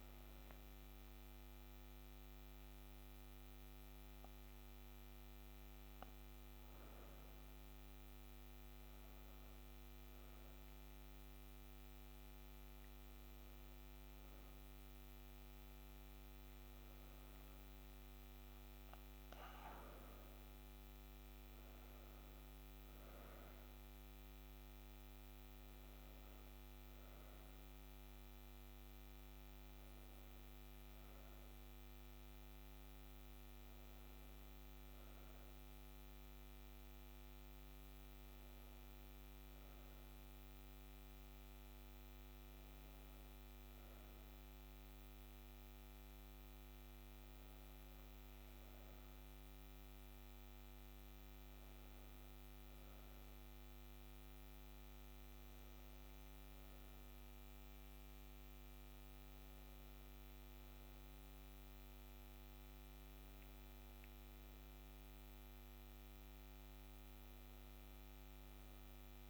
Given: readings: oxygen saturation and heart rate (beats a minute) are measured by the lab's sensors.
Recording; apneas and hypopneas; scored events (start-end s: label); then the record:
a person awake in a sleep study, hard to hear, by a microphone on the trachea; none
none scored
From the record:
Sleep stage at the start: awake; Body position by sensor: on the back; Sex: female